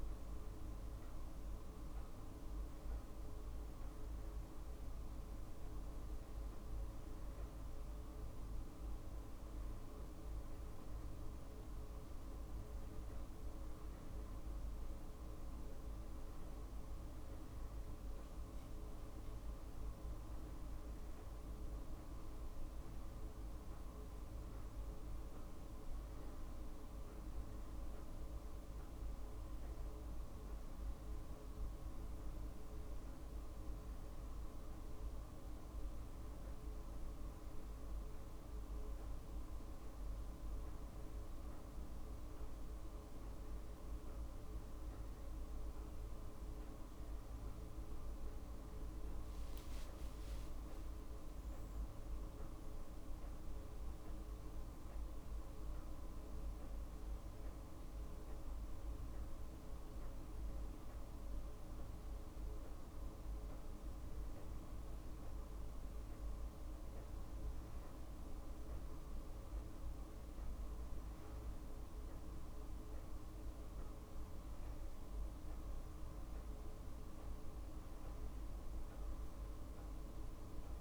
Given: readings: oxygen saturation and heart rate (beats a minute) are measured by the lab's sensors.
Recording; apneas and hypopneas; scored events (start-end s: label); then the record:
a person awake in a sleep study, hard to hear, by a room microphone; none
60.00-80.81 s: new sleep stage, N1 (lightest sleep)
From the record:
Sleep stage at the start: awake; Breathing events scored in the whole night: 224 in 4.0 hours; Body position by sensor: on the back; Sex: female